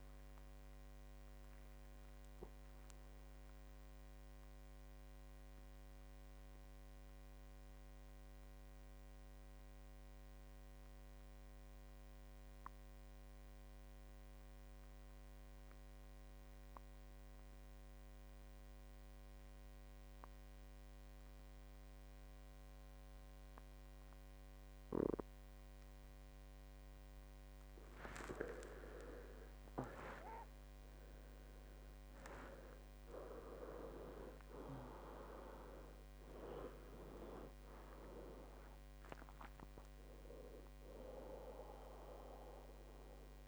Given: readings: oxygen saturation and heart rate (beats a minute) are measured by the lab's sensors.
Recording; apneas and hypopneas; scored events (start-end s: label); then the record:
breathing in sleep by a microphone on the trachea; 1
0.00-11.50 s: oxygen desaturation (device-marked, oxygen 94% lowest, heart rate 59 extreme)
0.50-27.50 s: obstructive apnea (oxygen 98% before, 91% lowest, heart rate 73 before, 59 extreme, up 17 after)
25.50-43.48 s: oxygen desaturation (device-marked, oxygen 98% before, 91% lowest, heart rate 61 before, 60 extreme)
29.00-32.50 s: arousal
From the record:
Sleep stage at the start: N2 (light sleep); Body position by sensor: on the back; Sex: male